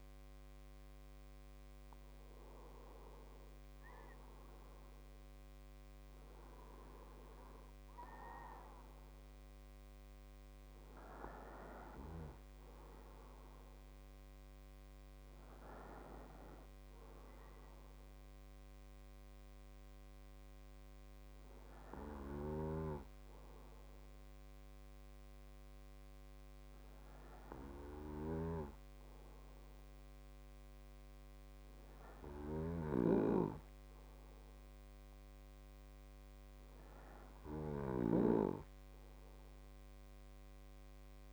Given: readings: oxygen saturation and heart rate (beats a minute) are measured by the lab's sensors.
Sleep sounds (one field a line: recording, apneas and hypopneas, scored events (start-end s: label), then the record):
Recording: breathing in sleep by a microphone on the trachea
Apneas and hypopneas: none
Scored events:
none scored
From the record:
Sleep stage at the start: N2 (light sleep)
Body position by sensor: on the right side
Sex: male